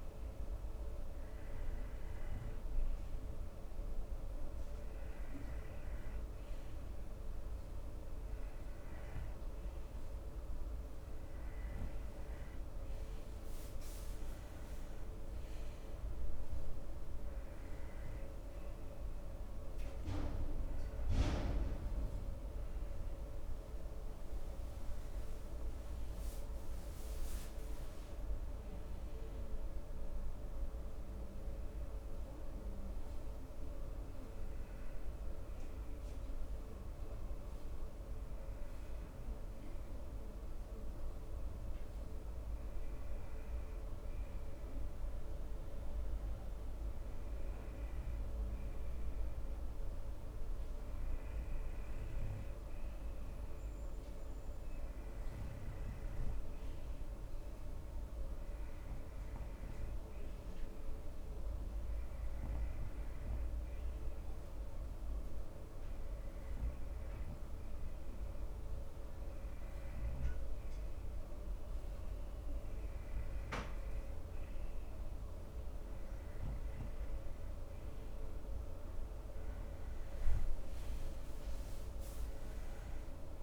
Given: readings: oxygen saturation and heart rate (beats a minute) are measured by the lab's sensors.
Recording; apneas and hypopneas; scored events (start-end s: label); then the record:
breathing in sleep, hard to hear, by a room microphone; 1
0.00-1.50 s: arousal
5.50-28.50 s: oxygen desaturation (device-marked, oxygen 96% before, 91% lowest, heart rate 66 before, 67 extreme)
37.00-51.00 s: hypopnea (oxygen 94% before, 90% lowest, heart rate 74 before, 67 extreme, up 7 after)
54.00-58.00 s: arousal
62.50-77.50 s: oxygen desaturation (device-marked, oxygen 96% before, 91% lowest, heart rate 70 before, 63 extreme)
76.00-79.00 s: arousal
From the record:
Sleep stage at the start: N2 (light sleep); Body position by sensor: on the front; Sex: male